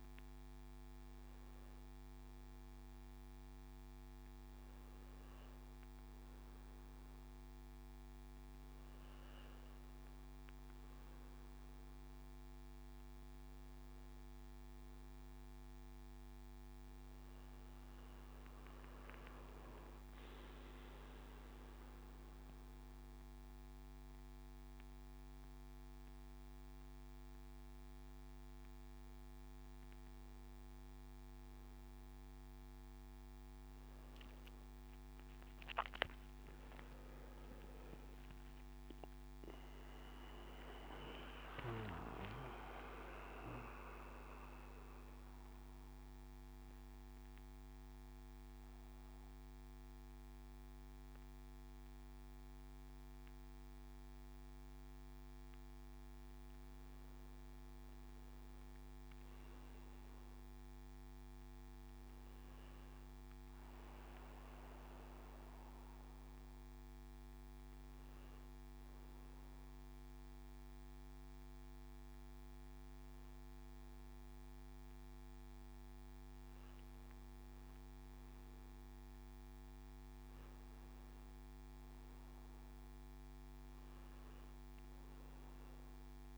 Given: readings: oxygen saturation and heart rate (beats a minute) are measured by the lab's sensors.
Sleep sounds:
breathing in sleep, hard to hear, by a microphone on the trachea; none
37.00-41.50 s: arousal
63.50-70.50 s: oxygen desaturation (device-marked, oxygen 98% before, 92% lowest, heart rate 91 before, 81 extreme)
From the record:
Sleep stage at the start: N1 (lightest sleep); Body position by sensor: on the back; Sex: male

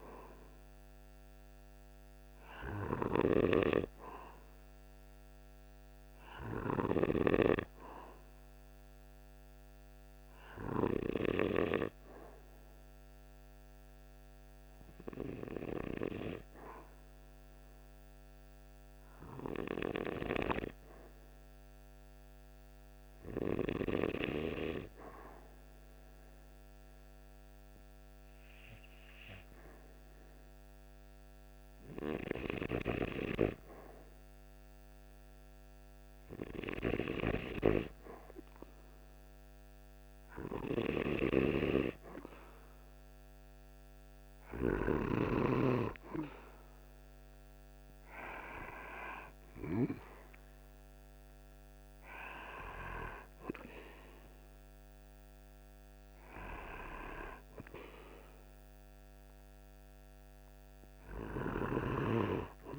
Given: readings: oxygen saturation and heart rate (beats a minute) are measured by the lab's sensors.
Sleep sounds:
breathing in sleep by a microphone on the trachea; 1
15.00-34.50 s: hypopnea (oxygen 96% before, 94% lowest, heart rate 49 before, 47 extreme, up 2 after)
37.00-40.50 s: arousal
From the record:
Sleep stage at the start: N2 (light sleep); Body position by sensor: on the right side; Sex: male

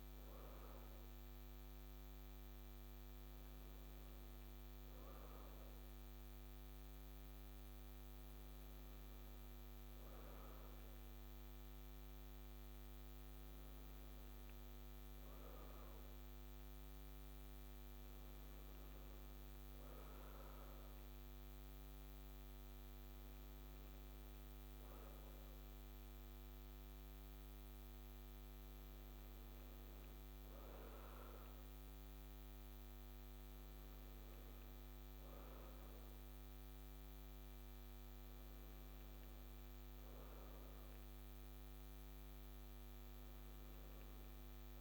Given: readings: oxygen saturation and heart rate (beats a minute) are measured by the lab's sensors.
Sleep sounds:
breathing in sleep, hard to hear, by a microphone on the trachea; none
none scored
From the record:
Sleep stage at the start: N2 (light sleep); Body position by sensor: on the right side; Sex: female

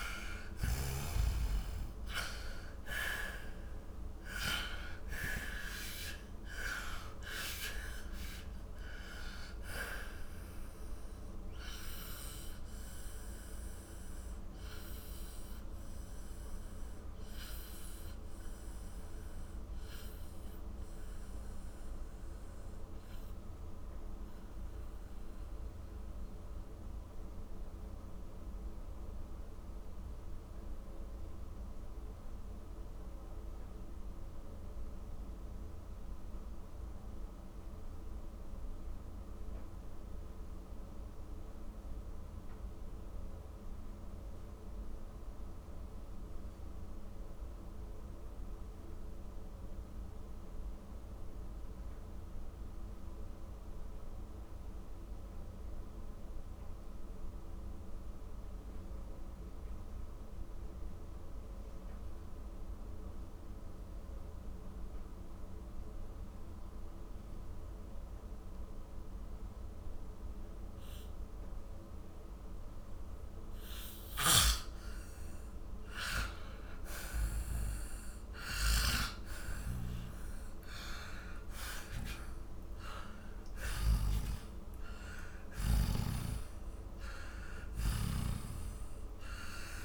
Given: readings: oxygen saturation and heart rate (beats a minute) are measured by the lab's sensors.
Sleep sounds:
breathing in sleep by a room microphone; 1
0.00-36.00 s: oxygen desaturation (device-marked, oxygen 85% lowest, heart rate 42 extreme)
9.50-74.00 s: obstructive apnea (oxygen 98% before, 82% lowest, heart rate 66 before, 42 extreme, up 17 after)
64.00-89.84 s: oxygen desaturation (device-marked, oxygen 98% before, 82% lowest, heart rate 47 before, 44 extreme)
74.00-86.00 s: snoring (device-marked)
78.50-84.50 s: arousal
From the record:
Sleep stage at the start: N2 (light sleep); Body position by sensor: on the back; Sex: male

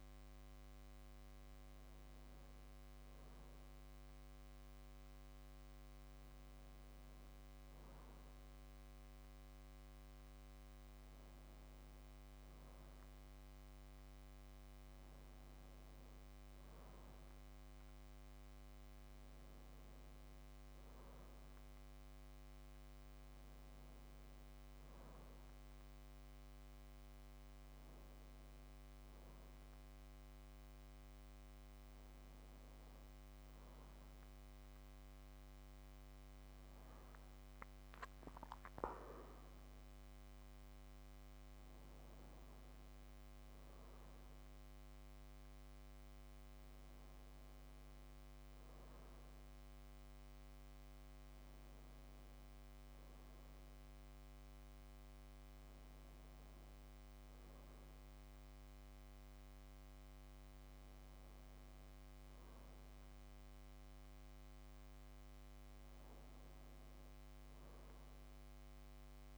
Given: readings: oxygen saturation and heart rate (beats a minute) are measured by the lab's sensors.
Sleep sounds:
breathing in sleep, hard to hear, by a microphone on the trachea; none
none scored
From the record:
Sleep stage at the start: N2 (light sleep); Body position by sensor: on the back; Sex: male

